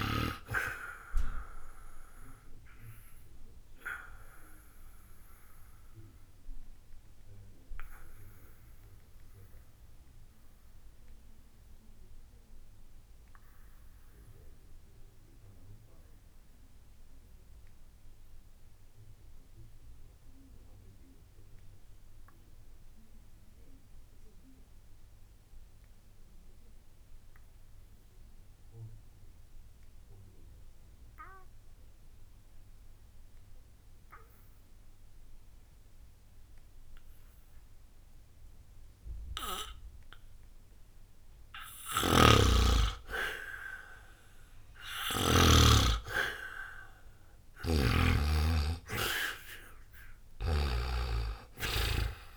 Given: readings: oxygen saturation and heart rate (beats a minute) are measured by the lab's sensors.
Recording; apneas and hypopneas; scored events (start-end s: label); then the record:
breathing in sleep by a room microphone; 1
0.00-23.00 s: oxygen desaturation (device-marked, oxygen 76% lowest, heart rate 59 extreme)
1.00-43.00 s: obstructive apnea (oxygen 97% before, 76% lowest, heart rate 63 before, 59 extreme, up 4 after)
14.00-16.00 s: bradycardia (device-marked, heart rate 67 before, 63 extreme)
41.50-45.50 s: snoring (device-marked)
42.00-52.37 s: oxygen desaturation (device-marked, oxygen 99% before, 82% lowest, heart rate 60 before, 59 extreme)
46.50-52.37 s: arousal
From the record:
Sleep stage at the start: N2 (light sleep); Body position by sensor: on the back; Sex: male